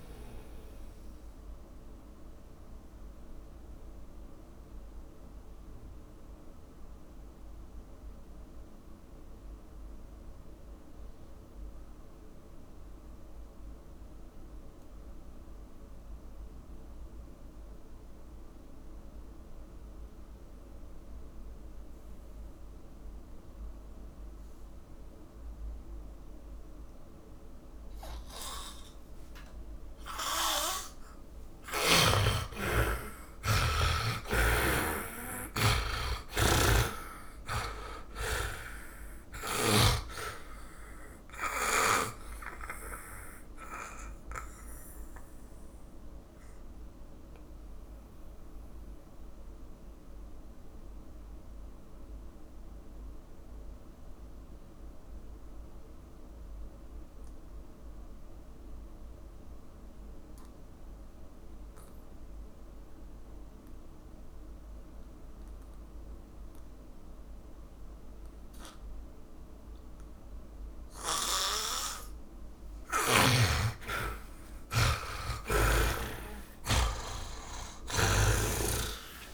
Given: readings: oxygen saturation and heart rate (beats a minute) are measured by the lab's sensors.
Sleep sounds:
breathing in sleep by a room microphone; 2
0.00-20.50 s: oxygen desaturation (device-marked, oxygen 76% lowest)
2.00-27.00 s: mixed apnea (oxygen 100% before, 74% lowest)
31.50-37.50 s: arousal
33.50-60.50 s: oxygen desaturation (device-marked, oxygen 100% before, 74% lowest)
34.50-40.00 s: snoring (device-marked)
49.00-67.00 s: mixed apnea (oxygen 100% before, 74% lowest)
70.50-79.34 s: oxygen desaturation (device-marked, oxygen 100% before, 90% lowest)
76.50-79.34 s: arousal
From the record:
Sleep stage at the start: N2 (light sleep); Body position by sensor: on the back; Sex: male

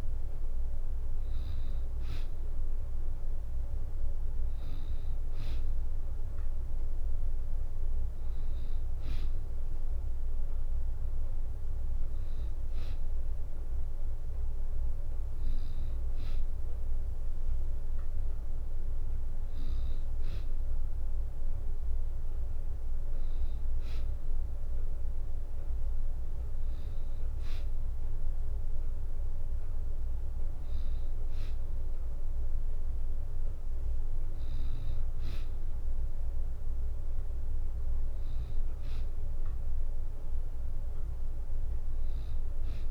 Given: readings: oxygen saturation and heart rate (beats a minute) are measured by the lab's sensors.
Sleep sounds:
breathing in sleep, hard to hear, by a room microphone; none
none scored
From the record:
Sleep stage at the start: N2 (light sleep); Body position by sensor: on the back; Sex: female

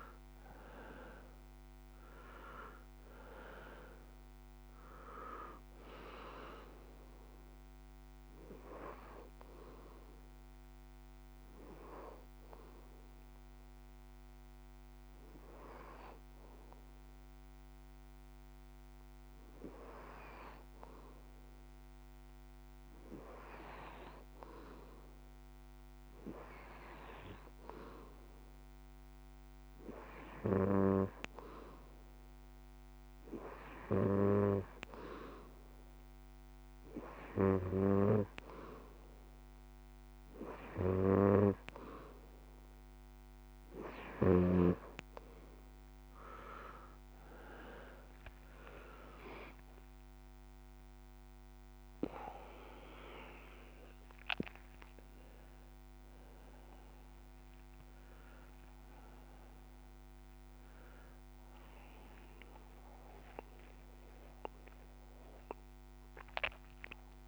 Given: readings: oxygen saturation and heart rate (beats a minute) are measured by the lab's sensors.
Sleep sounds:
breathing in sleep by a microphone on the trachea; 1
0.00-24.00 s: oxygen desaturation (device-marked, oxygen 89% lowest)
10.50-24.00 s: hypopnea (oxygen 96% before, 87% lowest, heart rate 99 before, 50 extreme, up 36 after)
29.00-32.00 s: arousal
33.00-54.00 s: oxygen desaturation (device-marked, oxygen 96% before, 87% lowest, heart rate 72 before, 53 extreme)
61.50-66.50 s: arousal
From the record:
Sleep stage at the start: N2 (light sleep); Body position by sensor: on the back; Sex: male

